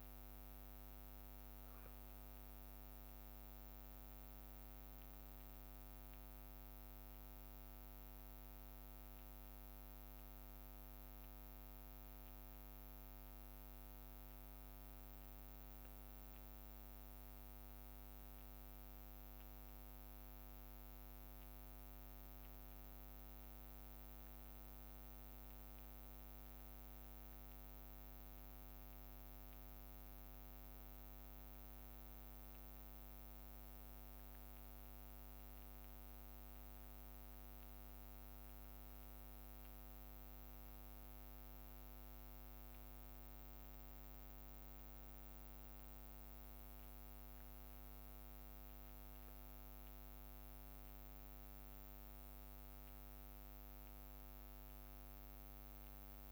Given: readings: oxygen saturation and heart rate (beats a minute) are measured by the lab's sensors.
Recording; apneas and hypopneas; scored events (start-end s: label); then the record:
a person awake in a sleep study, hard to hear, by a microphone on the trachea; none
0.00-28.50 s: bradycardia (device-marked, heart rate 59 extreme)
33.50-49.50 s: bradycardia (device-marked, heart rate 58 before, 59 extreme)
From the record:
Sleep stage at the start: awake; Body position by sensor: on the back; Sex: male